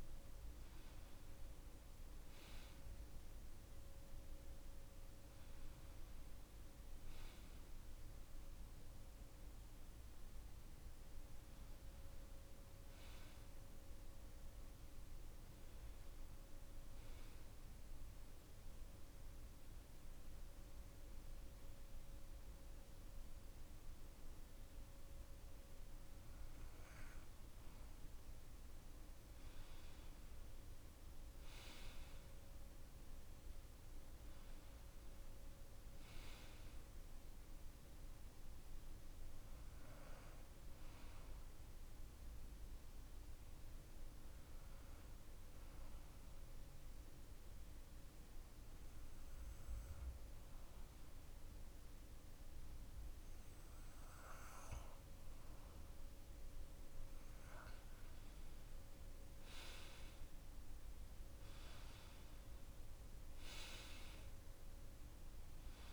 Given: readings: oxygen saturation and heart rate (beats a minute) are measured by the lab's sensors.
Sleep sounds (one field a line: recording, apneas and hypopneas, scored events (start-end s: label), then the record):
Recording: breathing in sleep, hard to hear, by a room microphone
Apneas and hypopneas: 1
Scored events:
43.00-55.50 s: obstructive apnea (oxygen 97% before, 93% lowest)
58.00-62.00 s: arousal
From the record:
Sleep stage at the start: N2 (light sleep)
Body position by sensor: on the back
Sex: male